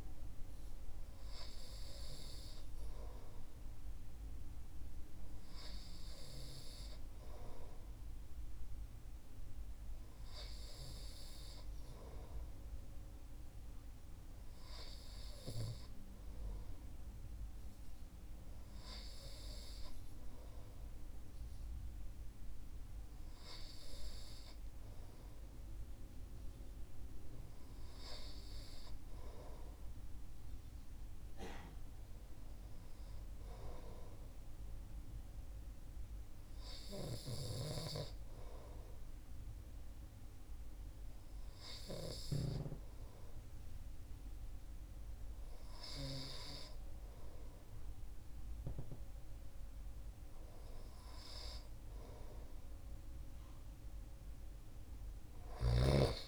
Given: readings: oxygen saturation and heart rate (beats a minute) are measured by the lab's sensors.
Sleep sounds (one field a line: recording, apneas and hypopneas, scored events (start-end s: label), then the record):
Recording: breathing in sleep by a room microphone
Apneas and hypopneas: none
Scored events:
none scored
From the record:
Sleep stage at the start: N2 (light sleep)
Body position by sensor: on the right side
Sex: male